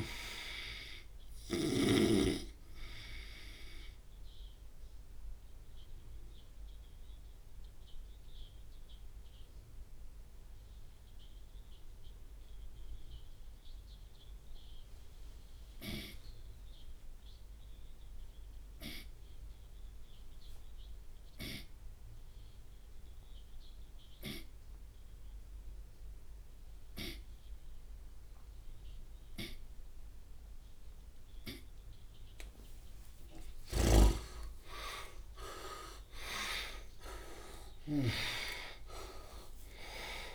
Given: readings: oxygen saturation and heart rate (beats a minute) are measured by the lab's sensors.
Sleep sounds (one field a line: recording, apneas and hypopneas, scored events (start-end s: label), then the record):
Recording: breathing in sleep by a room microphone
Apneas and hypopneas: 1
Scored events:
4.50-30.50 s: obstructive apnea (oxygen 97% before, 85% lowest)
16.00-26.00 s: oxygen desaturation (device-marked, oxygen 95% before, 90% lowest)
32.50-37.00 s: arousal
34.00-38.50 s: snoring (device-marked)
35.00-40.35 s: oxygen desaturation (device-marked, oxygen 99% before, 85% lowest)
From the record:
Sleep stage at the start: N2 (light sleep)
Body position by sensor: on the right side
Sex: male